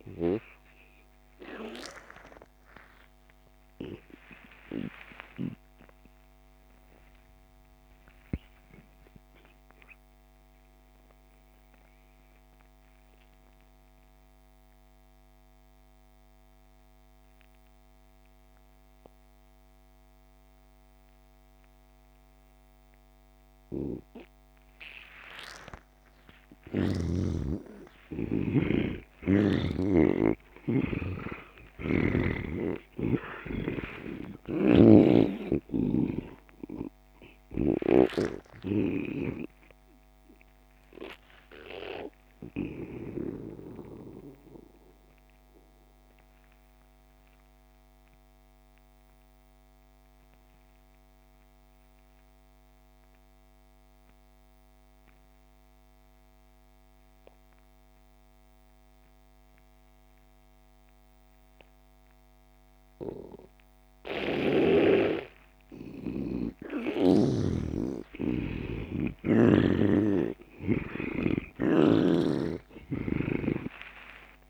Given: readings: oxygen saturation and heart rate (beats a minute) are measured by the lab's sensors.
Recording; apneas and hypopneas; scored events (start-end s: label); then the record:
breathing in sleep by a microphone on the trachea; 2
0.00-13.50 s: oxygen desaturation (device-marked, oxygen 80% lowest)
1.00-27.50 s: obstructive apnea (oxygen 99% before, 80% lowest)
27.50-48.50 s: oxygen desaturation (device-marked, oxygen 99% before, 82% lowest)
29.50-34.00 s: arousal
34.50-38.00 s: snoring (device-marked)
42.00-65.50 s: obstructive apnea (oxygen 99% before, 82% lowest)
65.50-74.50 s: oxygen desaturation (device-marked, oxygen 99% before, 85% lowest)
68.50-74.00 s: arousal
72.00-74.50 s: snoring (device-marked)
From the record:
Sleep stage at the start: N2 (light sleep); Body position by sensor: on the back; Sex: male